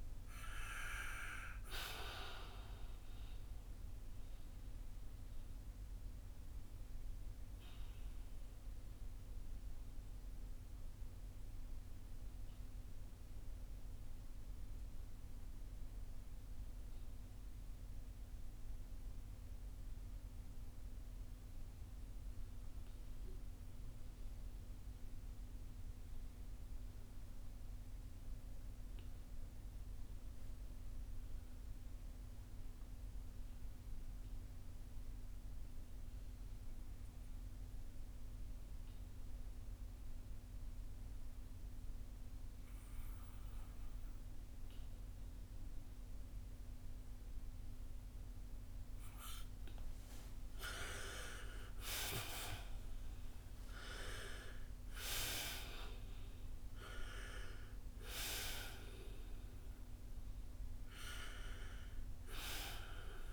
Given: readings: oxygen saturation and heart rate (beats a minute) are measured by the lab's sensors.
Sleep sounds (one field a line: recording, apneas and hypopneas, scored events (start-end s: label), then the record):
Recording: breathing in sleep by a room microphone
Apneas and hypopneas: 1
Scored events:
0.00-23.00 s: oxygen desaturation (device-marked, oxygen 82% lowest, heart rate 50 extreme)
6.00-46.00 s: obstructive apnea (oxygen 95% before, 81% lowest, heart rate 61 before, 50 extreme, up 10 after)
38.00-63.33 s: oxygen desaturation (device-marked, oxygen 97% before, 81% lowest, heart rate 54 before, 47 extreme)
49.00-55.00 s: arousal
From the record:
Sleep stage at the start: N2 (light sleep)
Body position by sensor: on the back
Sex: male